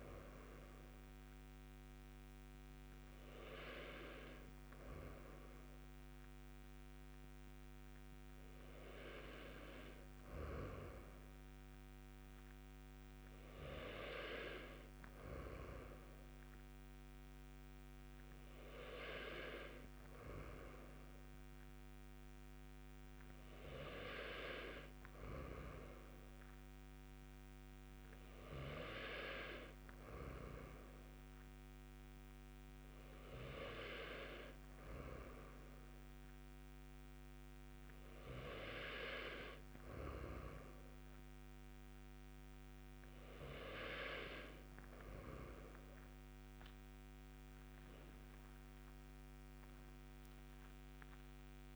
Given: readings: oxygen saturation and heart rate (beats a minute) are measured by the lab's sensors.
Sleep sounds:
breathing in sleep by a microphone on the trachea; none
none scored
From the record:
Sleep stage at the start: N2 (light sleep); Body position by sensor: on the right side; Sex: male

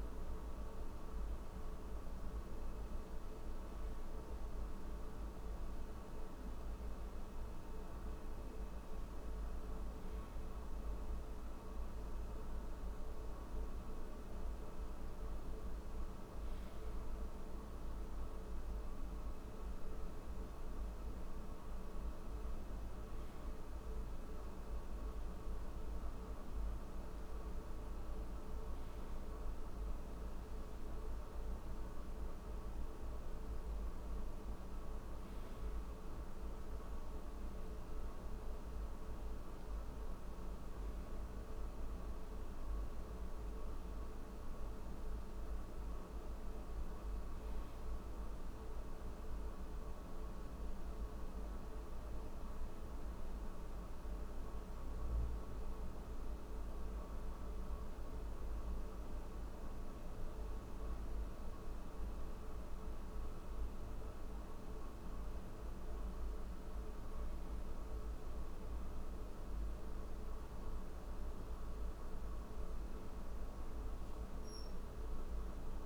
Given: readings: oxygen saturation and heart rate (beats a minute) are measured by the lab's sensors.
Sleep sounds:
breathing in sleep, hard to hear, by a room microphone; none
10.50-75.86 s: new sleep stage, N3 (deep sleep)
From the record:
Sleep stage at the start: N1 (lightest sleep); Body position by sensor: on the back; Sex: male

